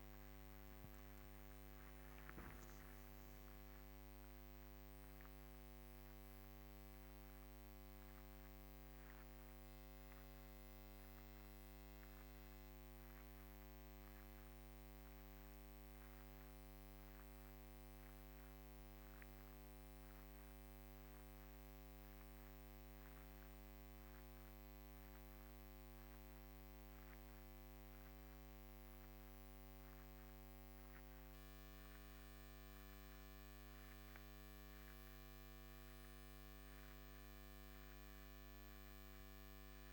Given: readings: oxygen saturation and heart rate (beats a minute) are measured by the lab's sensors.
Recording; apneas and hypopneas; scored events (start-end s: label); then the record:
a person awake in a sleep study, hard to hear, by a microphone on the trachea; none
none scored
From the record:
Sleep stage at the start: awake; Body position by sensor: on the back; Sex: female